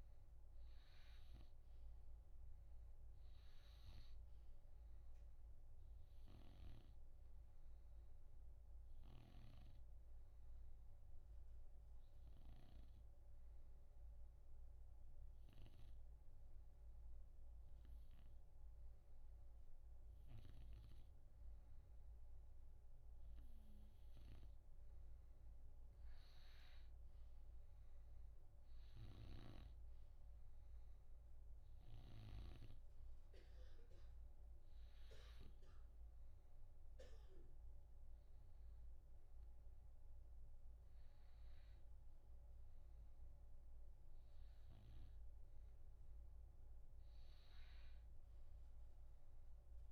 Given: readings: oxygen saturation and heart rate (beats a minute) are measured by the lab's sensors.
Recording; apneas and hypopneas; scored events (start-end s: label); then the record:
breathing in sleep by a room microphone; 1
0.00-1.50 s: arousal
0.00-20.50 s: oxygen desaturation (device-marked, oxygen 92% lowest, heart rate 64 extreme)
7.50-23.50 s: obstructive apnea (oxygen 97% before, 92% lowest, heart rate 65 before, 64 extreme, up 1 after)
26.50-30.50 s: arousal
29.00-32.50 s: snoring (device-marked)
From the record:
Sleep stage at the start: N2 (light sleep); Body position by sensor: on the right side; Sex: male